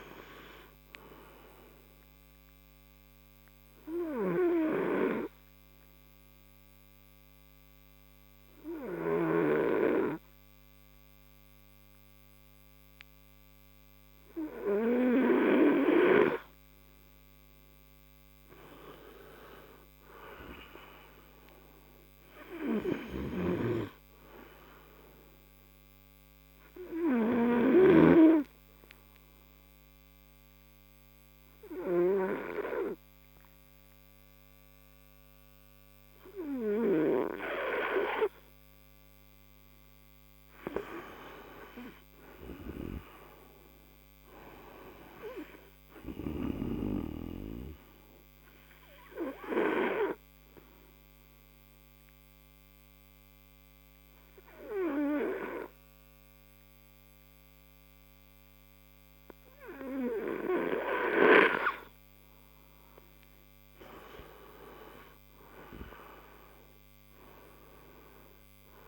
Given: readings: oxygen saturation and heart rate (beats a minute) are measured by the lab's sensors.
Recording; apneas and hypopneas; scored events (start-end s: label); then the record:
breathing in sleep by a microphone on the trachea; 3
0.00-19.50 s: oxygen desaturation (device-marked, oxygen 91% lowest, heart rate 57 extreme)
2.50-17.00 s: obstructive apnea (oxygen 98% before, 89% lowest, heart rate 62 before, 57 extreme, up 11 after)
19.00-22.50 s: arousal
24.50-39.50 s: oxygen desaturation (device-marked, oxygen 97% before, 89% lowest, heart rate 62 before, 57 extreme)
26.50-39.00 s: obstructive apnea (oxygen 97% before, 88% lowest, heart rate 63 before, 57 extreme, up 15 after)
40.00-44.00 s: arousal
49.50-62.00 s: obstructive apnea (oxygen 97% before, 88% lowest, heart rate 63 before, 54 extreme, up 20 after)
65.00-68.88 s: arousal
From the record:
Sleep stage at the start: N2 (light sleep); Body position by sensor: on the right side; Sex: male